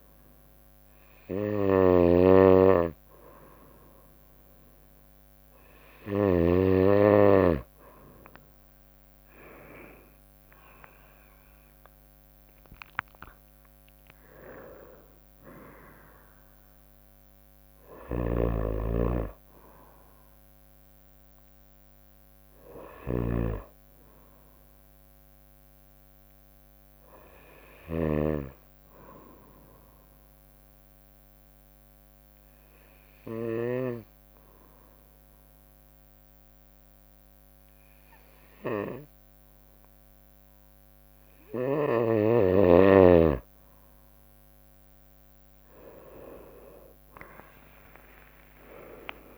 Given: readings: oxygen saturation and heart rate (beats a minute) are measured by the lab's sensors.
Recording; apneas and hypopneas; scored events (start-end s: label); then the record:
breathing in sleep by a microphone on the trachea; 1
0.00-6.50 s: snoring (device-marked)
6.50-20.50 s: drop in pulse transit time (device-marked, heart rate 65 before, 63 extreme)
18.00-23.50 s: snoring (device-marked)
29.50-41.50 s: obstructive apnea (oxygen 96% before, 93% lowest, heart rate 65 before, 62 extreme, up 17 after)
48.00-49.38 s: long interval between heartbeats (device-marked, heart rate 62 before, 71 extreme)
From the record:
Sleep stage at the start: N2 (light sleep); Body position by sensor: on the right side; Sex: female